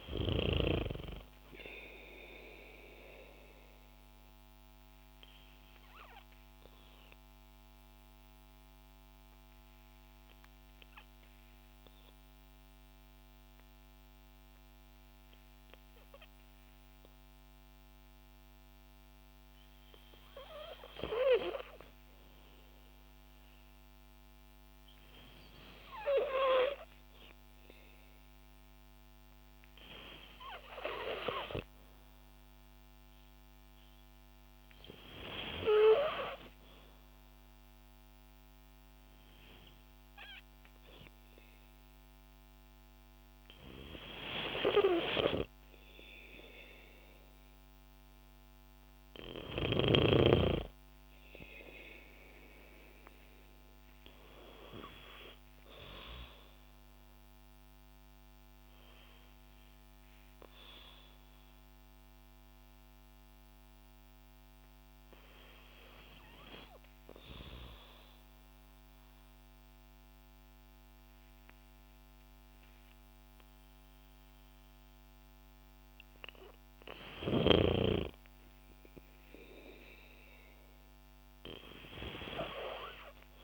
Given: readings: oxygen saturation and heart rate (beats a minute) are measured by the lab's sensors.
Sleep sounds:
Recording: breathing in sleep by a microphone on the trachea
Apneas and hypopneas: 2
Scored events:
0.00-19.00 s: oxygen desaturation (device-marked, oxygen 92% lowest, heart rate 54 extreme)
5.50-21.50 s: obstructive apnea (oxygen 98% before, 92% lowest, heart rate 60 before, 54 extreme, up 5 after)
26.00-30.00 s: arousal
30.00-49.00 s: oxygen desaturation (device-marked, oxygen 96% before, 92% lowest, heart rate 57 before, 55 extreme)
51.50-55.50 s: arousal
59.00-75.50 s: hypopnea (oxygen 94% before, 92% lowest, heart rate 59 before, 55 extreme, up 8 after)
77.00-81.00 s: arousal
From the record:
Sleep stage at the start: N2 (light sleep)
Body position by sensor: on the back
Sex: female

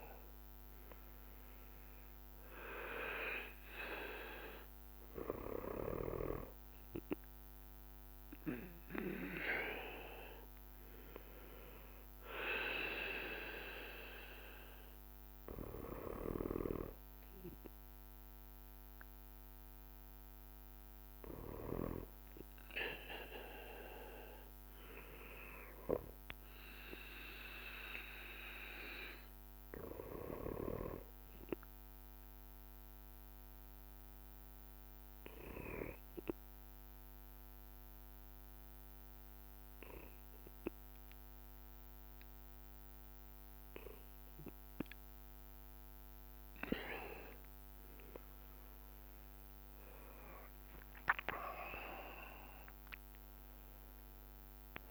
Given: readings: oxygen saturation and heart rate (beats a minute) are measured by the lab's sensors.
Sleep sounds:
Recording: breathing in sleep by a microphone on the trachea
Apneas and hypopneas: 1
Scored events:
0.00-54.91 s: bradycardia (device-marked)
20.00-31.00 s: drop in pulse transit time (device-marked, heart rate 54 before, 54 extreme)
26.00-29.50 s: arousal
33.00-47.00 s: obstructive apnea (oxygen 93% before, 91% lowest, heart rate 54 before, 51 extreme, up 7 after)
49.00-53.50 s: arousal
From the record:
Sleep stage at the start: N2 (light sleep)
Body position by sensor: on the back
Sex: male

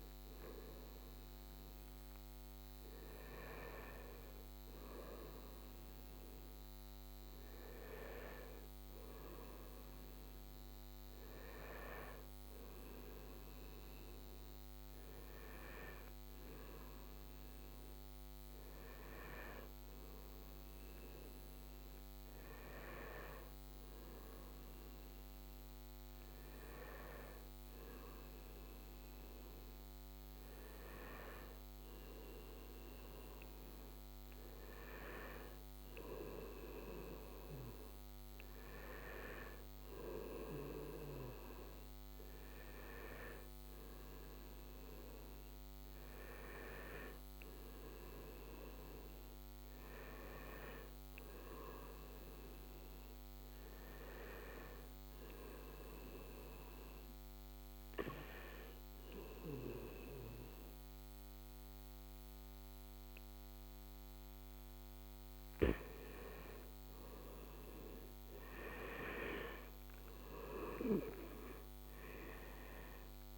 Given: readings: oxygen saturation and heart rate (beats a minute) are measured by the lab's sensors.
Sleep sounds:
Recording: a person partly awake in a sleep study, by a microphone on the trachea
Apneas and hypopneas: 1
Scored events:
16.50-46.50 s: new sleep stage, N1 (lightest sleep)
46.50-73.38 s: new sleep stage, N2 (light sleep)
47.00-51.50 s: arousal
54.50-66.00 s: hypopnea (oxygen 94% before, 87% lowest, heart rate 81 before, 79 extreme, up 1 after)
69.00-72.50 s: arousal
From the record:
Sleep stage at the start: awake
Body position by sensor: on the right side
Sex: male

